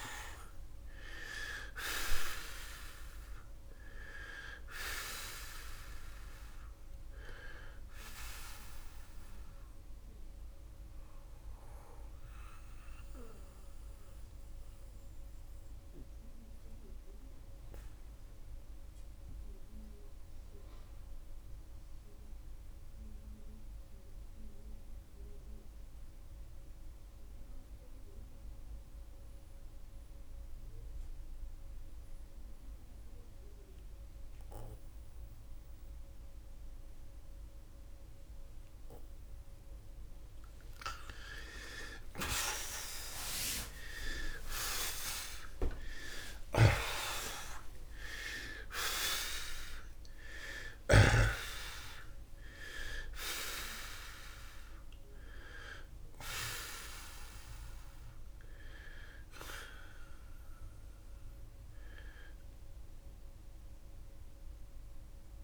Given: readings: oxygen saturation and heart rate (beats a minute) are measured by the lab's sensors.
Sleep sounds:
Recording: breathing in sleep by a room microphone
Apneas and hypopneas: 1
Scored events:
9.50-40.00 s: mixed apnea (oxygen 96% before, 82% lowest)
17.00-39.00 s: oxygen desaturation (device-marked, oxygen 94% before, 85% lowest)
43.00-48.50 s: arousal
47.00-65.44 s: new sleep stage, N1 (lightest sleep)
From the record:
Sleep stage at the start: N2 (light sleep)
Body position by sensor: on the back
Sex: male

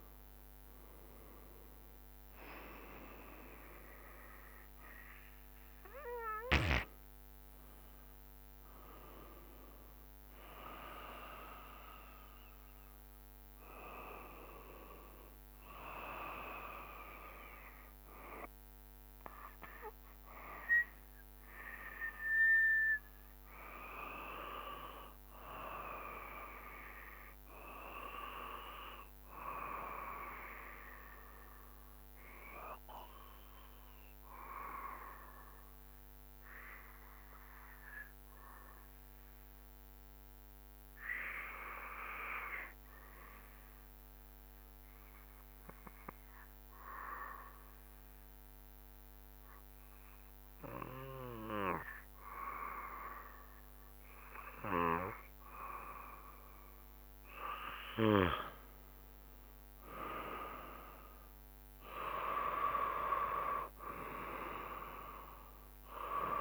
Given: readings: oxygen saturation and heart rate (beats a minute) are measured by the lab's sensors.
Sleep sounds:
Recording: breathing in sleep by a microphone on the trachea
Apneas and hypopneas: 1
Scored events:
0.00-5.50 s: drop in pulse transit time (device-marked, heart rate 68 extreme)
35.00-57.00 s: obstructive apnea (oxygen 96% before, 91% lowest, heart rate 69 before, 67 extreme, up 4 after)
59.50-63.00 s: arousal
60.50-66.41 s: drop in pulse transit time (device-marked, heart rate 69 before, 70 extreme)
From the record:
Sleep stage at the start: N2 (light sleep)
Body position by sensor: on the back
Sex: male

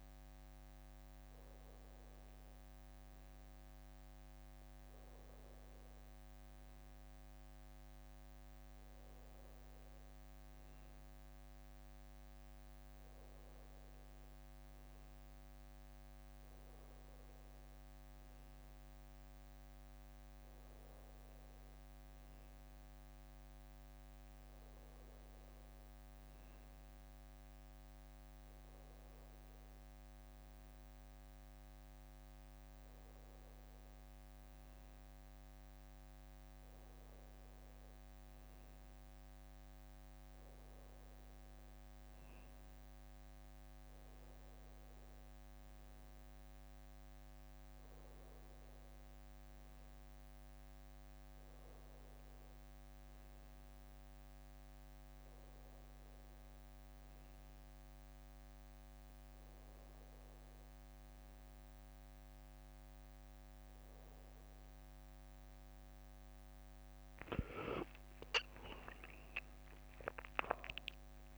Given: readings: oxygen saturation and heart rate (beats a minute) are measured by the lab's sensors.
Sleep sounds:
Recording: breathing in sleep, hard to hear, by a microphone on the trachea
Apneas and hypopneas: none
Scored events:
67.00-70.00 s: arousal
From the record:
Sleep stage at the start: N1 (lightest sleep)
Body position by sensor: on the back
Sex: male

